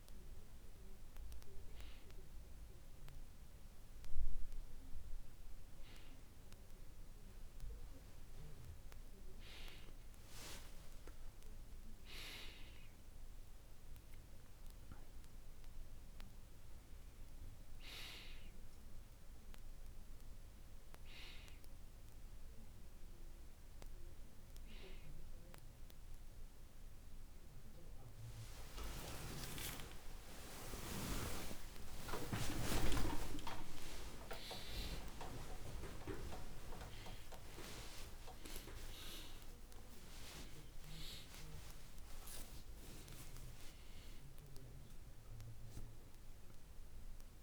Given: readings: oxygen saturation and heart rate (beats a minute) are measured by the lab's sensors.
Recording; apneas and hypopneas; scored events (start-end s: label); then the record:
a person awake in a sleep study, by a room microphone; none
none scored
From the record:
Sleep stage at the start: awake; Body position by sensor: on the back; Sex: male